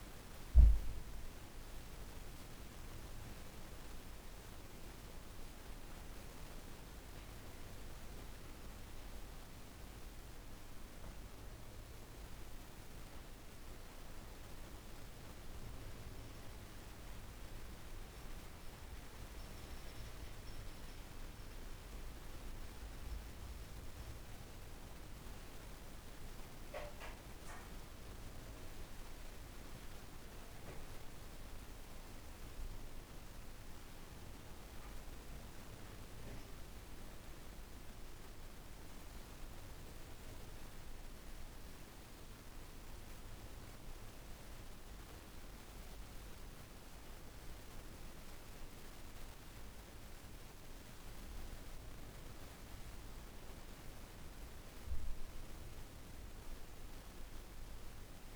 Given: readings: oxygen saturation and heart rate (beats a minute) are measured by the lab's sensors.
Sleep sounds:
breathing in sleep, hard to hear, by a room microphone; none
none scored
From the record:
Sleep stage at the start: N1 (lightest sleep); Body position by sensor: on the back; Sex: female

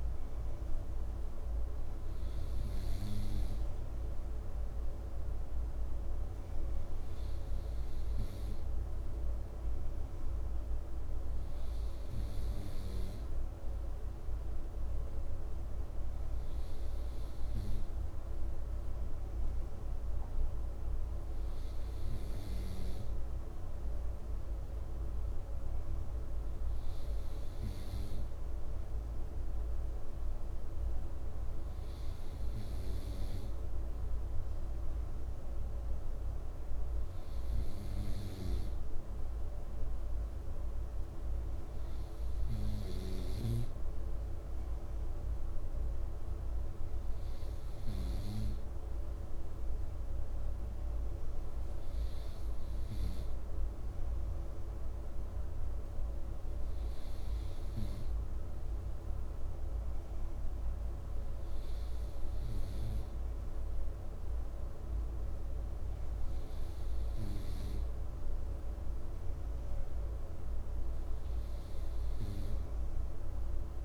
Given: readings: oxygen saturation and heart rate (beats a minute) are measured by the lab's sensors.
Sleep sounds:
breathing in sleep, hard to hear, by a room microphone; none
none scored
From the record:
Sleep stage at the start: N2 (light sleep); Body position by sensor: on the right side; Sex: male

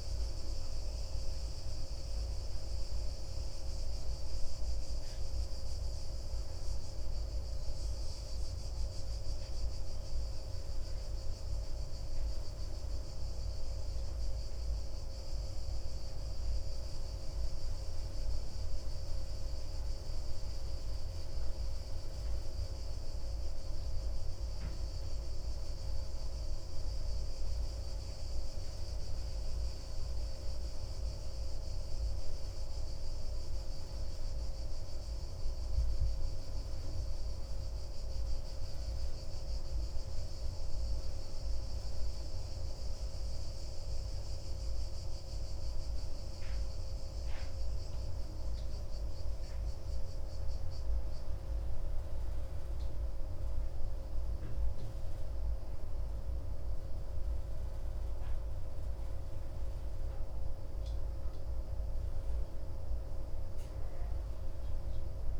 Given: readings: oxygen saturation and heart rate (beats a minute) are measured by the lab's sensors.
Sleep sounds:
breathing in sleep, hard to hear, by a room microphone; none
none scored
From the record:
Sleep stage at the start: N2 (light sleep); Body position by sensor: on the back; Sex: male

